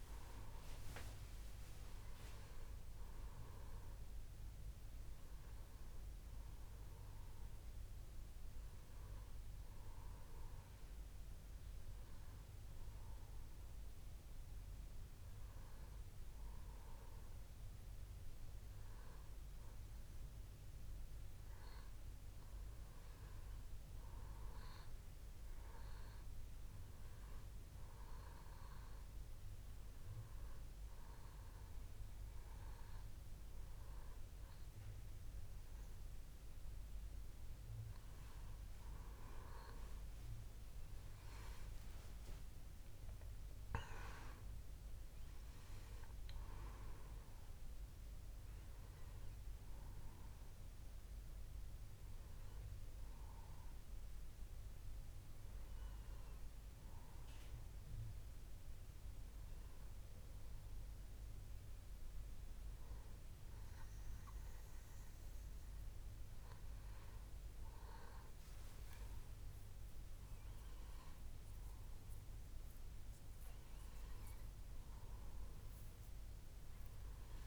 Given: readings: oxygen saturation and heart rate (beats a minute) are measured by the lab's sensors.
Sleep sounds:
breathing in sleep, hard to hear, by a room microphone; 2
10.00-21.50 s: hypopnea (oxygen 97% before, 95% lowest, heart rate 73 before, 69 extreme, up 0 after)
40.00-44.00 s: arousal
58.50-69.50 s: hypopnea (oxygen 96% before, 94% lowest, heart rate 74 before, 66 extreme, up 4 after)
72.00-74.50 s: arousal
75.50-77.47 s: new sleep stage, N2 (light sleep)
From the record:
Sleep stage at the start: N1 (lightest sleep); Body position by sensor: on the back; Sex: male

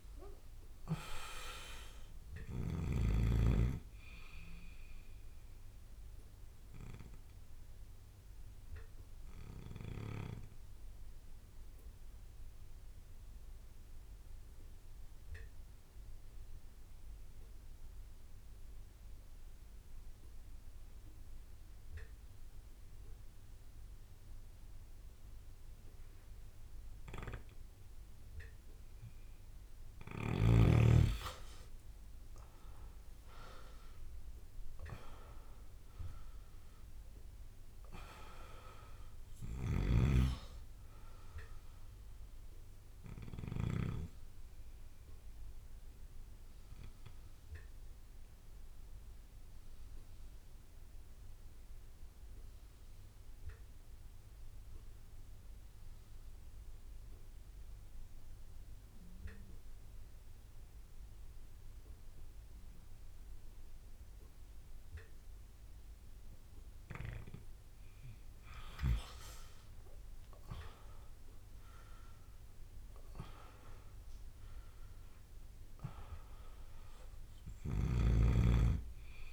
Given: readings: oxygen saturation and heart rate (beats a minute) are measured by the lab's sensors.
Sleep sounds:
breathing in sleep by a room microphone; 2
0.00-17.00 s: bradycardia (device-marked)
3.00-20.00 s: oxygen desaturation (device-marked, oxygen 97% before, 91% lowest)
8.00-29.50 s: obstructive apnea (oxygen 99% before, 90% lowest)
28.00-59.00 s: oxygen desaturation (device-marked, oxygen 99% before, 90% lowest)
32.50-37.50 s: arousal
39.50-44.00 s: snoring (device-marked)
44.00-65.50 s: obstructive apnea (oxygen 99% before, 90% lowest)
68.00-73.50 s: arousal
71.00-79.32 s: oxygen desaturation (device-marked, oxygen 99% before, 91% lowest)
77.50-79.32 s: snoring (device-marked)
From the record:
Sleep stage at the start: N2 (light sleep); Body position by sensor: on the back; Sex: male

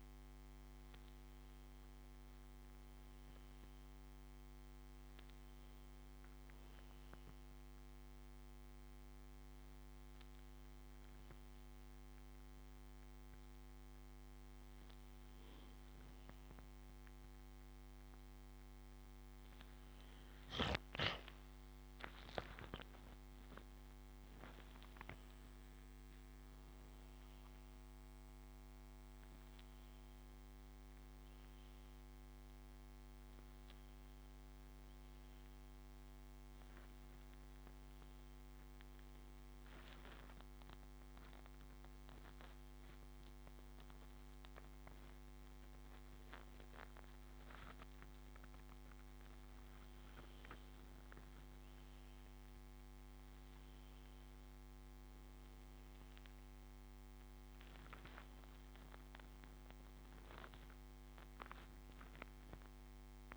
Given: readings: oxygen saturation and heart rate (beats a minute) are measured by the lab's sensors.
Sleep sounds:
breathing in sleep, hard to hear, by a microphone on the trachea; 2
6.00-18.00 s: hypopnea (oxygen 96% before, 94% lowest, heart rate 67 before, 64 extreme, up 6 after)
20.50-24.50 s: arousal
21.50-63.37 s: new sleep stage, N1 (lightest sleep)
38.50-49.50 s: obstructive apnea (oxygen 96% before, 95% lowest, heart rate 70 before, 67 extreme, up 40 after)
52.00-56.00 s: arousal
From the record:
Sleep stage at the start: N2 (light sleep); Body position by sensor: on the back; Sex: male

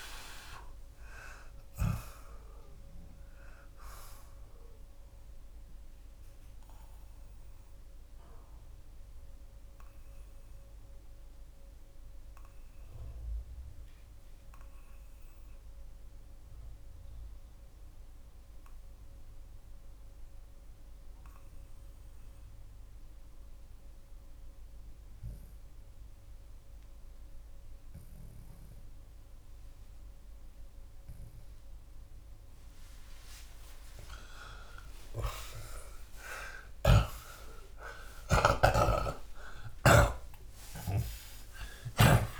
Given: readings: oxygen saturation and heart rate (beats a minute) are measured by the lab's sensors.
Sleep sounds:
breathing in sleep by a room microphone; 1
4.50-32.50 s: obstructive apnea (oxygen 91% before, 81% lowest, heart rate 48 before, 31 extreme, up 9 after)
12.50-33.50 s: oxygen desaturation (device-marked, oxygen 91% before, 81% lowest, heart rate 43 before, 31 extreme)
34.50-41.50 s: snoring (device-marked)
35.50-40.50 s: arousal
From the record:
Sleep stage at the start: N2 (light sleep); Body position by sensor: on the left side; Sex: male

